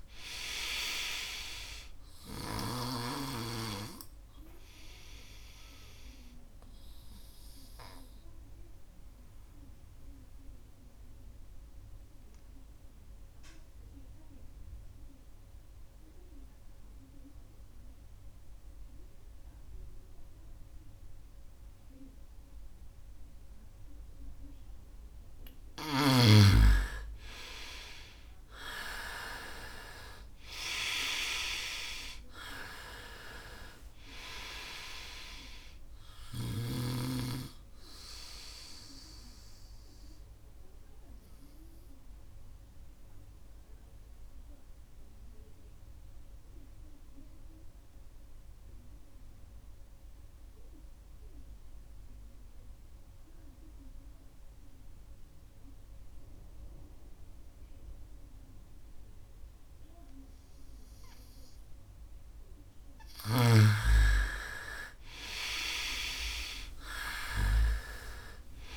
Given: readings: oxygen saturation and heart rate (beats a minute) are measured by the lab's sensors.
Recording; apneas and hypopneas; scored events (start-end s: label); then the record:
breathing in sleep by a room microphone; 2
0.00-21.00 s: oxygen desaturation (device-marked, oxygen 87% lowest, heart rate 64 extreme)
5.00-24.00 s: obstructive apnea (oxygen 99% before, 87% lowest, heart rate 69 before, 64 extreme, up 6 after)
26.50-30.50 s: arousal
27.00-54.00 s: oxygen desaturation (device-marked, oxygen 97% before, 87% lowest, heart rate 68 before, 64 extreme)
38.50-60.50 s: obstructive apnea (oxygen 97% before, 87% lowest, heart rate 70 before, 63 extreme)
62.50-65.50 s: arousal
From the record:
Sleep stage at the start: N2 (light sleep); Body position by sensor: on the right side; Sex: male